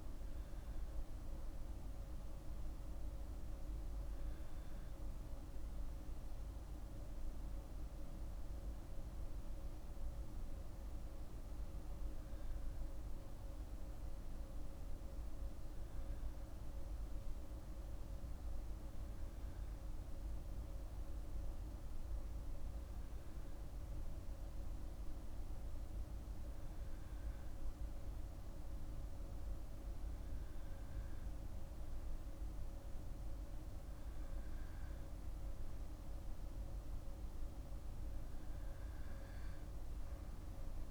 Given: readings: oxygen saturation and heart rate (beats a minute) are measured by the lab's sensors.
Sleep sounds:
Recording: breathing in sleep, hard to hear, by a room microphone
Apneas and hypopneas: none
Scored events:
none scored
From the record:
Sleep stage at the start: N2 (light sleep)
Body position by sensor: on the back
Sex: male

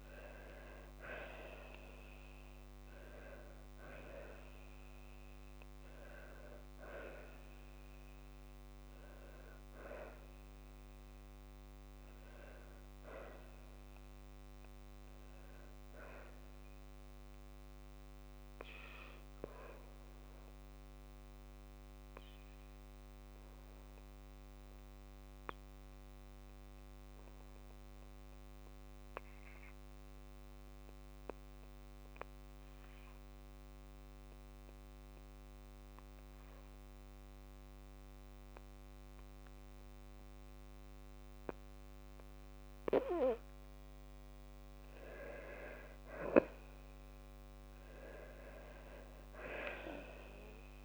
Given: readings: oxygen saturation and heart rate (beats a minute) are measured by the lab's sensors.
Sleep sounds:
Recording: breathing in sleep by a microphone on the trachea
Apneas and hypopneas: 1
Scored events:
23.00-44.00 s: obstructive apnea (oxygen 97% before, 92% lowest, heart rate 61 before, 55 extreme, up 22 after)
23.50-34.50 s: oxygen desaturation (device-marked, oxygen 97% before, 92% lowest, heart rate 61 before, 56 extreme)
46.50-50.00 s: arousal
From the record:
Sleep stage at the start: N2 (light sleep)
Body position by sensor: on the back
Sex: female

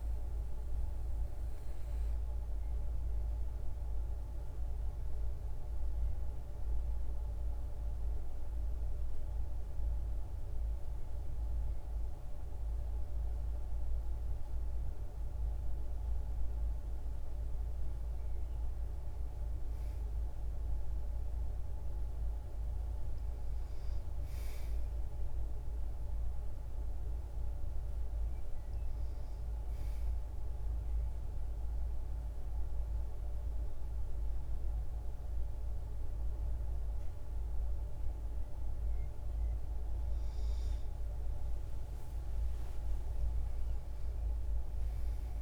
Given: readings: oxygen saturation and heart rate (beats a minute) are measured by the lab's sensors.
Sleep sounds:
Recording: breathing in sleep, hard to hear, by a room microphone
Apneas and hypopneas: 1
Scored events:
5.50-16.50 s: hypopnea (oxygen 96% before, 92% lowest, heart rate 59 before, 53 extreme, up 4 after)
18.00-22.00 s: arousal
From the record:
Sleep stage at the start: N2 (light sleep)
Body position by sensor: on the back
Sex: female

